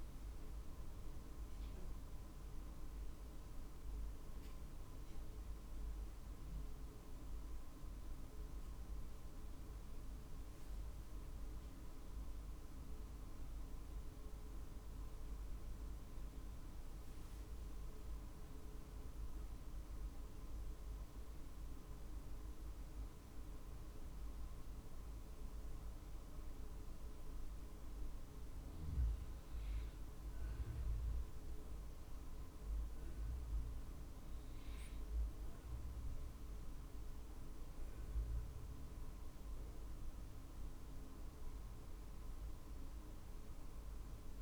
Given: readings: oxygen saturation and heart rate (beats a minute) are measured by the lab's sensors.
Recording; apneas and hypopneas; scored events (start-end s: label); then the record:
a person awake in a sleep study, hard to hear, by a room microphone; none
none scored
From the record:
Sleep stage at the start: awake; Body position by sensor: on the right side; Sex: male